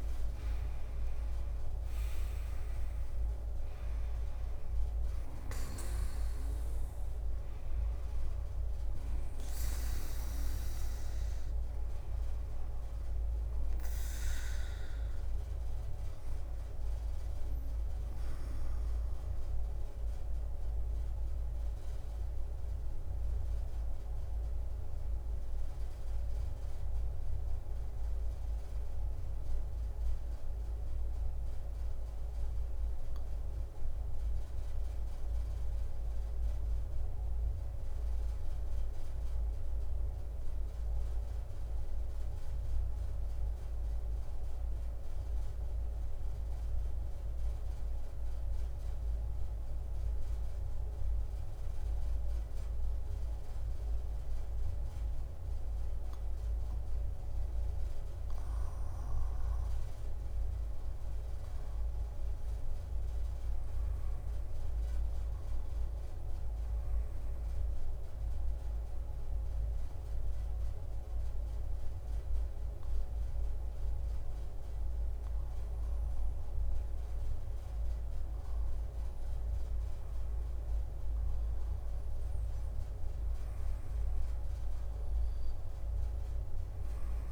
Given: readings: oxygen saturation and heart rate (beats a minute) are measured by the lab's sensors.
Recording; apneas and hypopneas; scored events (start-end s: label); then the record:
breathing in sleep, hard to hear, by a room microphone; 2
0.00-2.50 s: leg movement (device-marked)
0.00-3.00 s: arousal
0.00-3.50 s: oxygen desaturation (device-marked, oxygen 92% lowest, heart rate 57 extreme)
0.00-14.50 s: drop in pulse transit time (device-marked, heart rate 67 extreme)
5.50-22.50 s: oxygen desaturation (device-marked, oxygen 93% before, 86% lowest, heart rate 65 before, 62 extreme)
21.00-57.00 s: obstructive apnea (oxygen 94% before, 80% lowest, heart rate 74 before, 64 extreme, up 3 after)
41.50-78.50 s: oxygen desaturation (device-marked, oxygen 99% before, 81% lowest, heart rate 64 before, 66 extreme)
52.50-63.50 s: drop in pulse transit time (device-marked, heart rate 66 before, 69 extreme)
59.00-62.50 s: arousal
68.00-81.50 s: obstructive apnea (oxygen 98% before, 76% lowest, heart rate 69 before, 74 extreme, up 5 after)
83.50-87.32 s: arousal
84.50-87.32 s: oxygen desaturation (device-marked, oxygen 87% before, 80% lowest, heart rate 73 before, 76 extreme)
From the record:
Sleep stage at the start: REM sleep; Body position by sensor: on the back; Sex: female